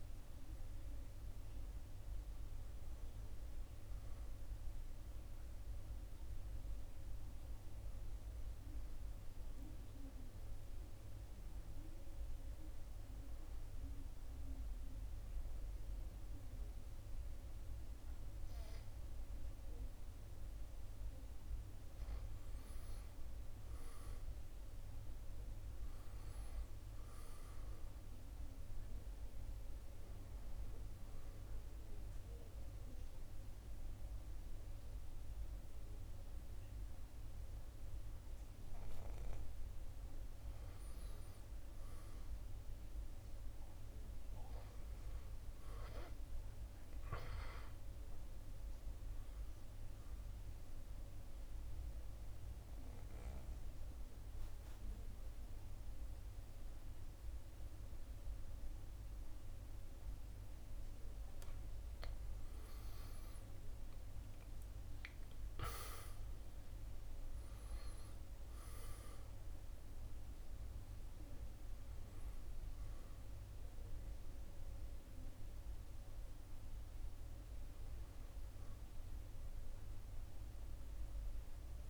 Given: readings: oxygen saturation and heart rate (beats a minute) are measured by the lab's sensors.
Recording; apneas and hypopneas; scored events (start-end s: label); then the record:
breathing in sleep, hard to hear, by a room microphone; 3
0.00-4.50 s: arousal
10.50-23.00 s: hypopnea (oxygen 96% before, 88% lowest, heart rate 73 before, 66 extreme, up 7 after)
25.50-28.50 s: arousal
27.00-44.00 s: oxygen desaturation (device-marked, oxygen 95% before, 89% lowest, heart rate 70 before, 66 extreme)
32.00-42.50 s: mixed apnea (oxygen 95% before, 88% lowest, heart rate 70 before, 66 extreme, up 6 after)
44.00-47.00 s: arousal
50.00-58.00 s: oxygen desaturation (device-marked, oxygen 96% before, 92% lowest, heart rate 71 before, 66 extreme)
50.50-62.50 s: obstructive apnea (oxygen 96% before, 88% lowest, heart rate 71 before, 66 extreme, up 10 after)
63.50-67.00 s: arousal
66.00-78.00 s: drop in pulse transit time (device-marked, heart rate 69 before, 71 extreme)
68.00-81.90 s: oxygen desaturation (device-marked, oxygen 95% before, 88% lowest, heart rate 69 before, 64 extreme)
74.00-81.90 s: new sleep stage, N1 (lightest sleep)
From the record:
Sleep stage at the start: N2 (light sleep); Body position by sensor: on the back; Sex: male